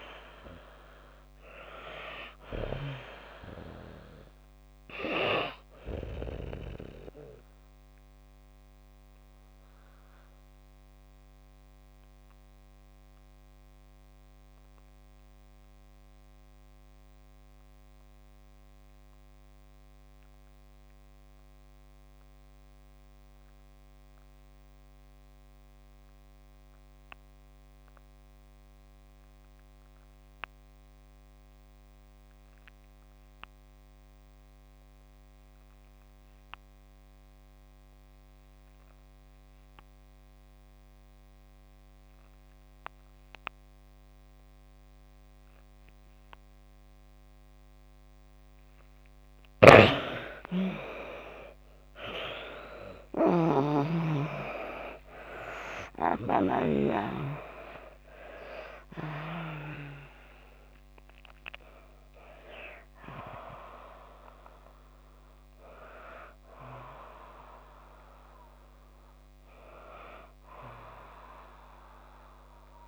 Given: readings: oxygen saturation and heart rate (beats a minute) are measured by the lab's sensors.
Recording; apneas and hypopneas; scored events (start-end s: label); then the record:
breathing in sleep by a microphone on the trachea; 1
0.00-23.50 s: oxygen desaturation (device-marked, oxygen 87% lowest)
7.50-48.00 s: obstructive apnea (oxygen 97% before, 80% lowest)
37.50-72.88 s: oxygen desaturation (device-marked, oxygen 98% before, 80% lowest)
49.00-53.00 s: snoring (device-marked)
52.00-56.50 s: arousal
From the record:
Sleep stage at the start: N2 (light sleep); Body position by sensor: on the back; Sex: female